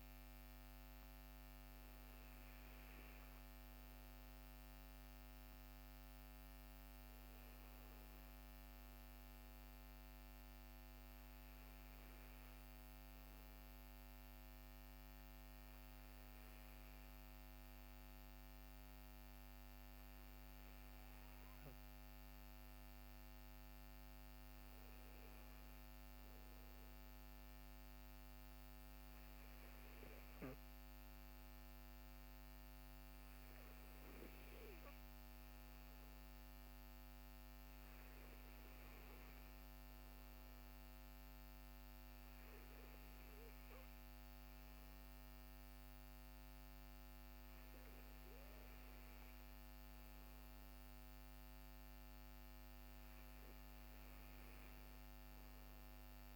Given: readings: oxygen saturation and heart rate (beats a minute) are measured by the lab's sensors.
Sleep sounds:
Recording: breathing in sleep, hard to hear, by a microphone on the trachea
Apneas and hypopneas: none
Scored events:
none scored
From the record:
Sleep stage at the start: N2 (light sleep)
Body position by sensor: on the back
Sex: male

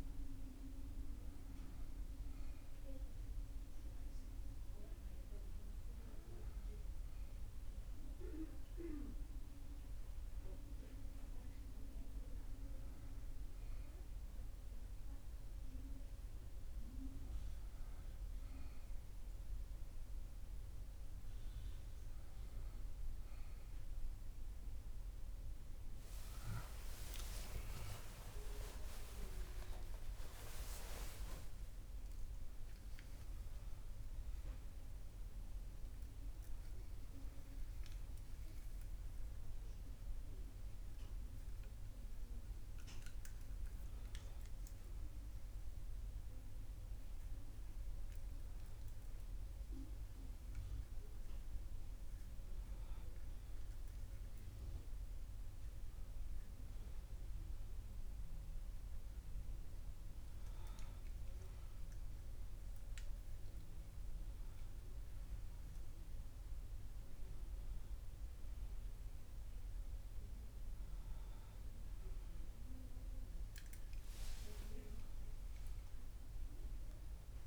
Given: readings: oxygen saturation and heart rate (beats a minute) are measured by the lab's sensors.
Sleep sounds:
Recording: a person partly awake in a sleep study, by a room microphone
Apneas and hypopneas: none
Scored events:
26.00-30.00 s: arousal
48.50-77.47 s: new sleep stage, awake
From the record:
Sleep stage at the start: N1 (lightest sleep)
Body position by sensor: on the back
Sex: male

